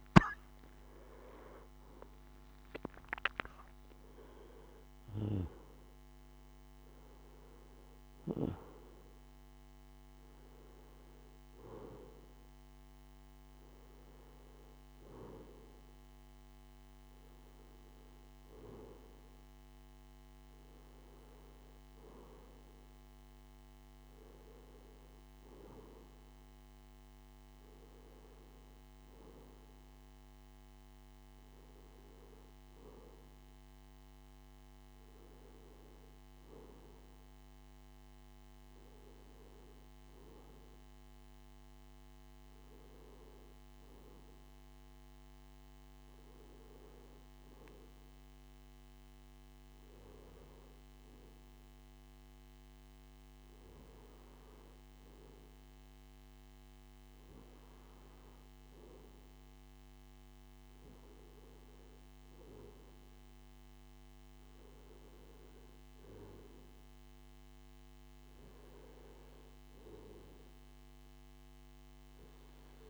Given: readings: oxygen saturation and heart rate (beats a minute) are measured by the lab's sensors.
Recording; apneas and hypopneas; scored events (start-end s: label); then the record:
breathing in sleep by a microphone on the trachea; none
0.00-4.50 s: arousal
29.50-72.90 s: new sleep stage, N2 (light sleep)
From the record:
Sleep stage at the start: N1 (lightest sleep); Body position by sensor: on the left side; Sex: male